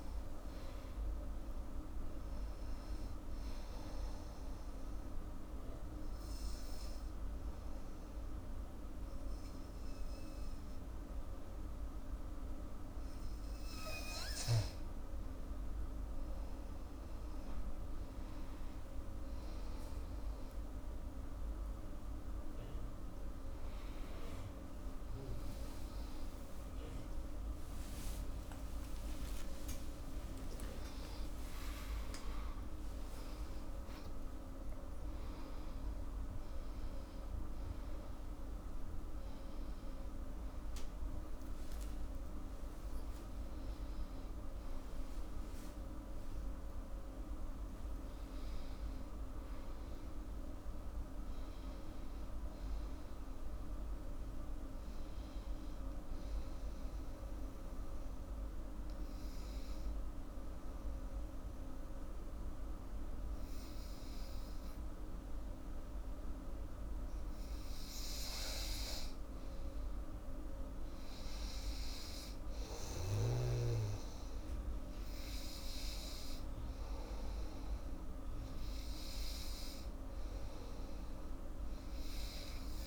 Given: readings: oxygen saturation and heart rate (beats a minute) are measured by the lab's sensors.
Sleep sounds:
a person partly awake in a sleep study, hard to hear, by a room microphone; 2
3.50-14.50 s: hypopnea (oxygen 99% before, 94% lowest, heart rate 88 before, 77 extreme, up 10 after)
10.50-40.50 s: new sleep stage, awake
18.50-37.50 s: oxygen desaturation (device-marked, oxygen 99% before, 94% lowest, heart rate 85 before, 72 extreme)
31.00-33.00 s: long interval between heartbeats (device-marked, heart rate 82 before, 103 extreme)
40.50-70.50 s: new sleep stage, N1 (lightest sleep)
41.50-43.50 s: long interval between heartbeats (device-marked, heart rate 94 before, 103 extreme)
57.50-70.00 s: obstructive apnea (oxygen 99% before, 95% lowest, heart rate 97 before, 70 extreme, up 14 after)
70.50-82.87 s: new sleep stage, N2 (light sleep)
71.00-75.00 s: arousal
71.50-81.50 s: oxygen desaturation (device-marked, oxygen 98% before, 95% lowest, heart rate 76 before, 83 extreme)
From the record:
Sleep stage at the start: N2 (light sleep); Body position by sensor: on the back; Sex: female

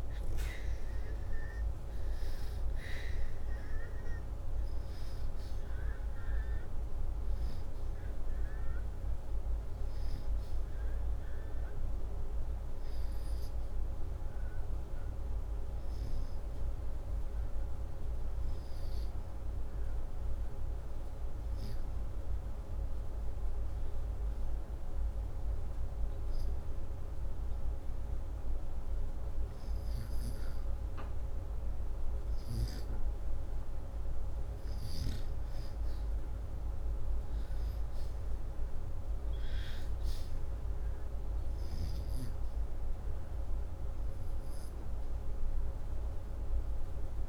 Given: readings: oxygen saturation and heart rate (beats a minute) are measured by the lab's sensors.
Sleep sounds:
breathing in sleep, hard to hear, by a room microphone; none
0.00-7.50 s: oxygen desaturation (device-marked, oxygen 81% lowest, heart rate 75 extreme)
From the record:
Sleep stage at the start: REM sleep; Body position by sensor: upright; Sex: male

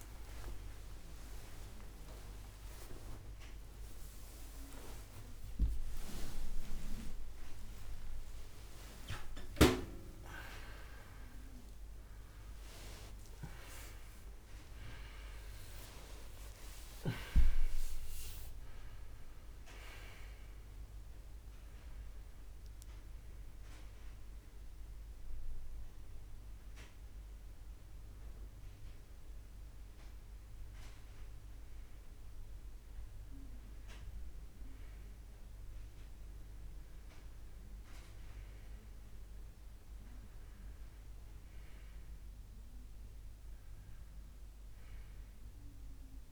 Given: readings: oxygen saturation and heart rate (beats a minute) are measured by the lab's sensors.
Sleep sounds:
a person awake in a sleep study, by a room microphone; none
28.00-46.32 s: new sleep stage, N1 (lightest sleep)
From the record:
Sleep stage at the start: awake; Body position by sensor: on the left side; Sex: male

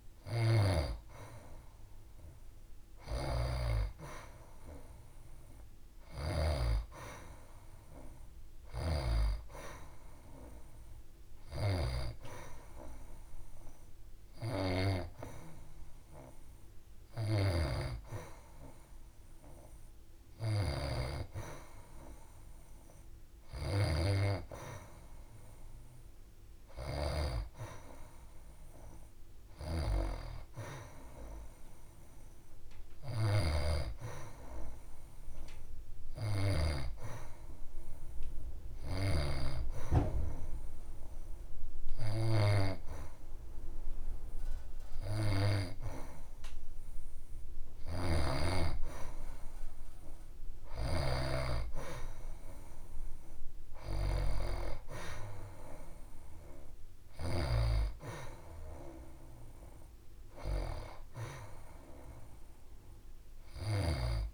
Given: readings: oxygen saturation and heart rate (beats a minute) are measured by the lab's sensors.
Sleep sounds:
breathing in sleep by a room microphone; none
none scored
From the record:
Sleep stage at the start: N2 (light sleep); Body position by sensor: on the back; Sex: female

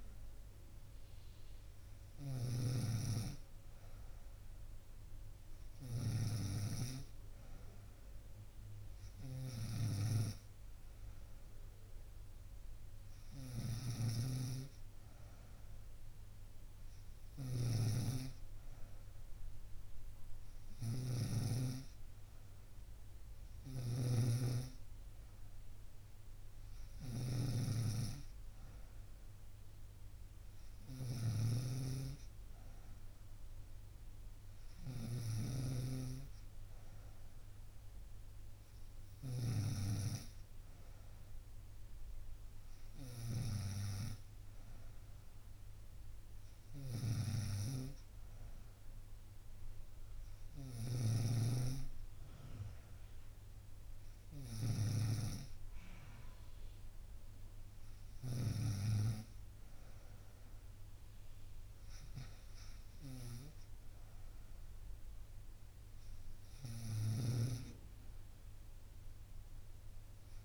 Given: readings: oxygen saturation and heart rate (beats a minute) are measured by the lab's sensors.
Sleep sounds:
breathing in sleep by a room microphone; none
0.00-58.50 s: snoring (device-marked)
67.00-70.45 s: snoring (device-marked)
From the record:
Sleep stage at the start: N2 (light sleep); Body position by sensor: on the right side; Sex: female

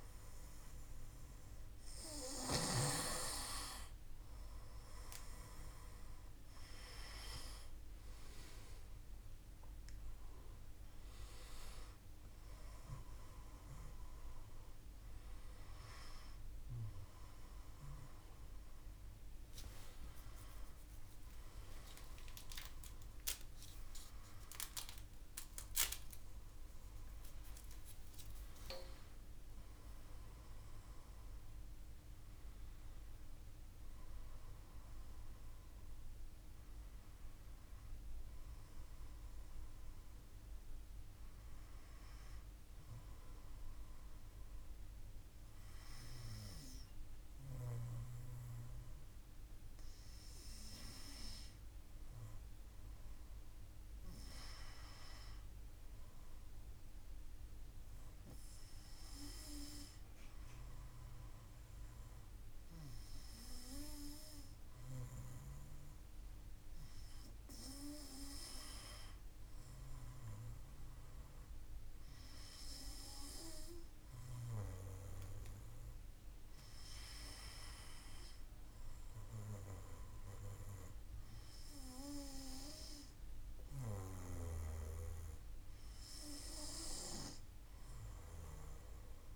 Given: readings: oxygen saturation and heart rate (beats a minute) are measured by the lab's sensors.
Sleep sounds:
breathing in sleep by a room microphone; none
18.00-22.50 s: arousal
From the record:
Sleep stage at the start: N2 (light sleep); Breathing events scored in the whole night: 273 in 4.9 hours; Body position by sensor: on the back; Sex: male

